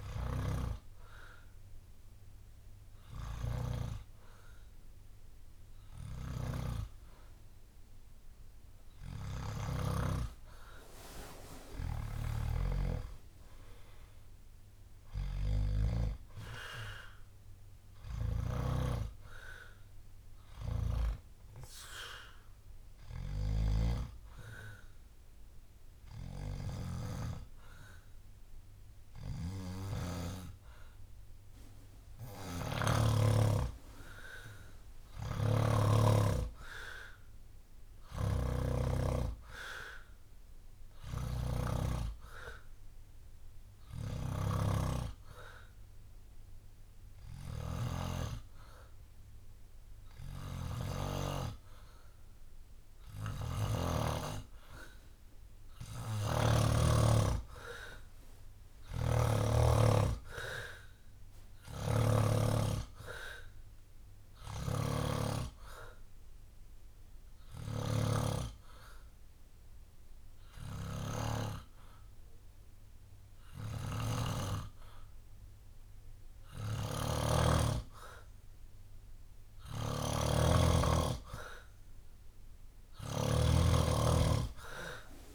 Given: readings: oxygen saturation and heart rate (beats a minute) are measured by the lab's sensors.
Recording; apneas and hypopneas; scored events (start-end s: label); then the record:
breathing in sleep by a room microphone; 4
0.50-11.00 s: obstructive apnea (oxygen 97% before, 93% lowest, heart rate 64 before, 58 extreme, up 14 after)
1.50-6.50 s: bradycardia (device-marked, heart rate 66 before, 58 extreme)
6.00-10.00 s: snoring (device-marked)
11.50-21.50 s: drop in pulse transit time (device-marked, heart rate 64 before, 65 extreme)
13.00-16.50 s: arousal
18.50-31.00 s: hypopnea (oxygen 97% before, 93% lowest, heart rate 64 before, 62 extreme, up 9 after)
29.00-33.00 s: snoring (device-marked)
35.00-54.00 s: snoring (device-marked)
36.50-40.50 s: arousal
43.00-53.50 s: obstructive apnea (oxygen 97% before, 93% lowest, heart rate 66 before, 61 extreme, up 11 after)
57.50-61.50 s: arousal
58.50-62.00 s: snoring (device-marked)
64.00-85.35 s: snoring (device-marked)
65.50-77.00 s: hypopnea (oxygen 96% before, 93% lowest, heart rate 68 before, 59 extreme, up 2 after)
72.50-85.35 s: drop in pulse transit time (device-marked, heart rate 67 before, 61 extreme)
79.00-83.00 s: arousal
From the record:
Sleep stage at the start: N2 (light sleep); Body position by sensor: on the back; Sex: male